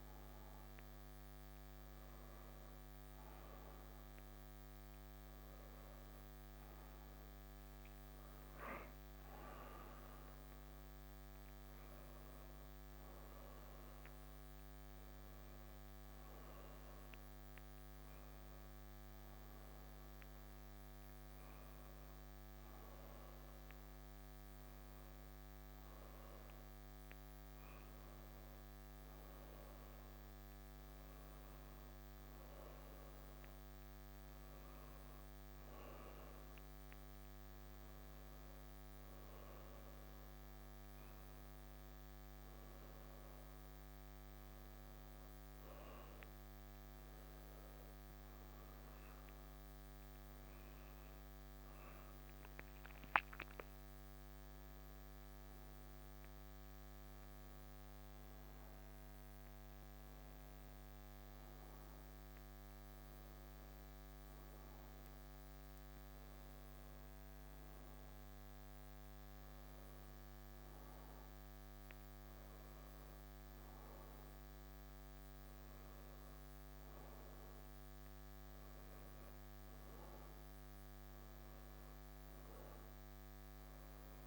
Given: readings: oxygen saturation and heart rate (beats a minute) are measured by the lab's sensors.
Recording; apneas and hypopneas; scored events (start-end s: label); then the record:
a person awake in a sleep study, hard to hear, by a microphone on the trachea; none
none scored
From the record:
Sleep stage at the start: awake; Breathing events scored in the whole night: 471 in 6.8 hours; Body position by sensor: on the back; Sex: male